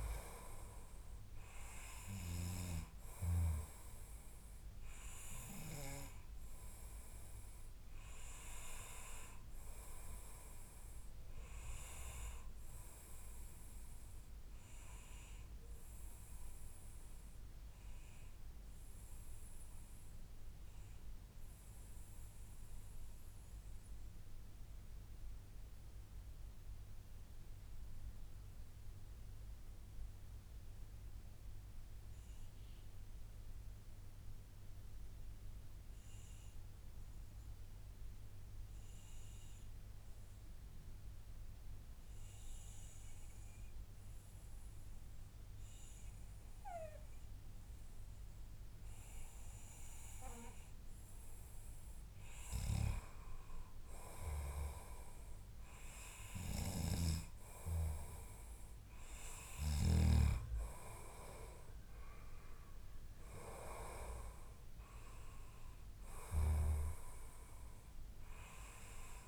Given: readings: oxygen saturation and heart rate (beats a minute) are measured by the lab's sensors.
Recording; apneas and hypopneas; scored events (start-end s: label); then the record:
breathing in sleep by a room microphone; 1
0.00-1.50 s: long interval between heartbeats (device-marked, heart rate 99 extreme)
0.00-10.50 s: oxygen desaturation (device-marked, oxygen 92% lowest, heart rate 100 extreme)
3.50-5.50 s: long interval between heartbeats (device-marked, heart rate 105 before, 98 extreme)
16.00-50.00 s: mixed apnea (oxygen 97% before, 92% lowest, heart rate 109 before, 91 extreme)
27.00-29.00 s: long interval between heartbeats (device-marked, heart rate 111 before, 115 extreme)
49.00-51.00 s: long interval between heartbeats (device-marked, heart rate 106 before, 100 extreme)
51.00-53.00 s: long interval between heartbeats (device-marked, heart rate 105 before, 96 extreme)
53.50-57.50 s: arousal
53.50-63.50 s: oxygen desaturation (device-marked, oxygen 97% before, 93% lowest, heart rate 104 before, 79 extreme)
From the record:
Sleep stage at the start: N2 (light sleep); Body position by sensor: on the back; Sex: male